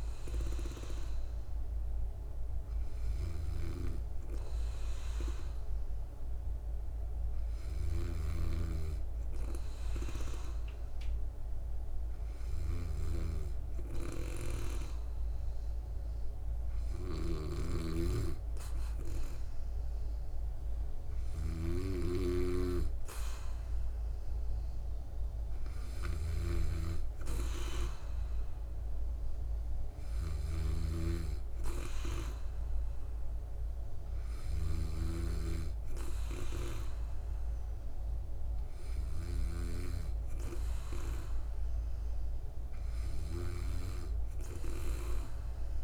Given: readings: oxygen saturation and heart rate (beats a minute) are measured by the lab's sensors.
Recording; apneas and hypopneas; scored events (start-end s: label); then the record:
breathing in sleep by a room microphone; none
17.00-35.00 s: snoring (device-marked)
From the record:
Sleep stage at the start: N2 (light sleep); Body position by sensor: on the back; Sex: female